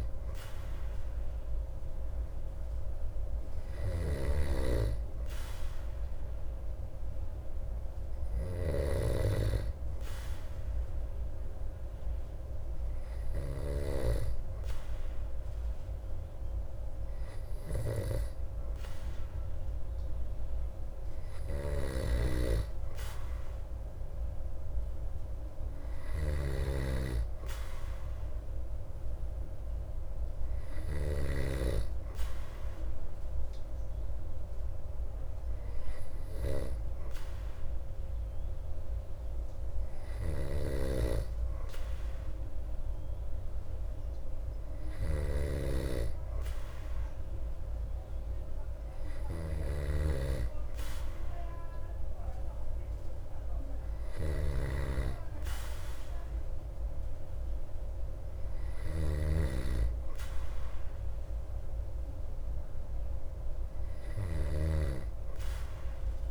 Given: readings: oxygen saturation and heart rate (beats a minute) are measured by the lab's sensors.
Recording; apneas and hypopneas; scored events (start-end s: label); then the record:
breathing in sleep by a room microphone; 1
0.00-14.00 s: snoring (device-marked)
3.00-20.00 s: hypopnea (oxygen 96% before, 93% lowest)
22.00-26.50 s: arousal
22.00-31.50 s: snoring (device-marked)
40.50-66.31 s: snoring (device-marked)
From the record:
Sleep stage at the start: N2 (light sleep); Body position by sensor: on the back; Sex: male